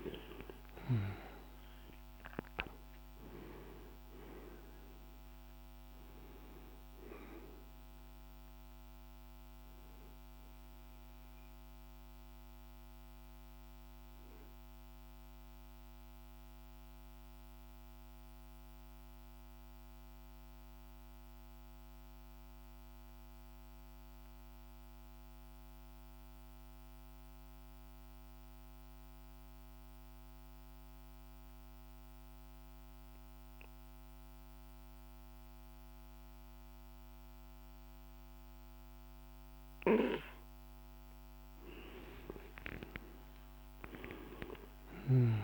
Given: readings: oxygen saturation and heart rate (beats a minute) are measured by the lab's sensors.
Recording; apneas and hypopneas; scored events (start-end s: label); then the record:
breathing in sleep by a microphone on the trachea; 1
0.00-19.50 s: oxygen desaturation (device-marked, oxygen 89% lowest, heart rate 46 extreme)
10.50-40.00 s: mixed apnea (oxygen 98% before, 87% lowest, heart rate 53 before, 46 extreme, up 26 after)
32.50-45.44 s: oxygen desaturation (device-marked, oxygen 99% before, 87% lowest, heart rate 48 before, 47 extreme)
41.50-45.44 s: arousal
44.00-45.44 s: snoring (device-marked)
From the record:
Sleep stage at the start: N2 (light sleep); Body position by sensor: on the back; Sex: male